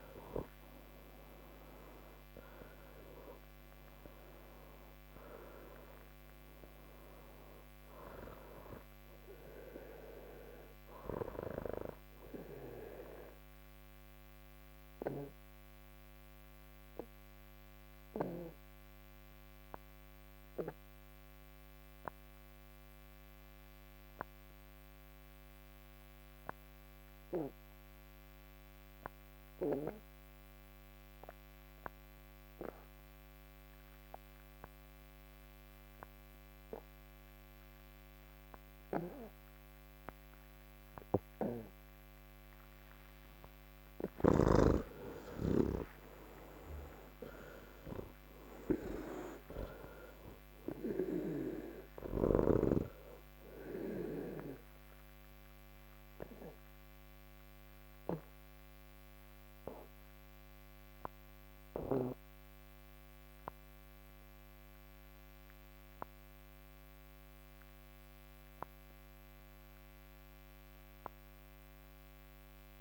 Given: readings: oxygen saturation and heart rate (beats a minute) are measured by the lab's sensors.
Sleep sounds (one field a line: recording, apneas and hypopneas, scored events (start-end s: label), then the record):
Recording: breathing in sleep by a microphone on the trachea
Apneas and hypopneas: none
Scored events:
0.00-21.00 s: oxygen desaturation (device-marked, oxygen 87% lowest, heart rate 72 extreme)
38.00-70.00 s: oxygen desaturation (device-marked, oxygen 98% before, 86% lowest, heart rate 75 before, 72 extreme)
From the record:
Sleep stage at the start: N1 (lightest sleep)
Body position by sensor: on the back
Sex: male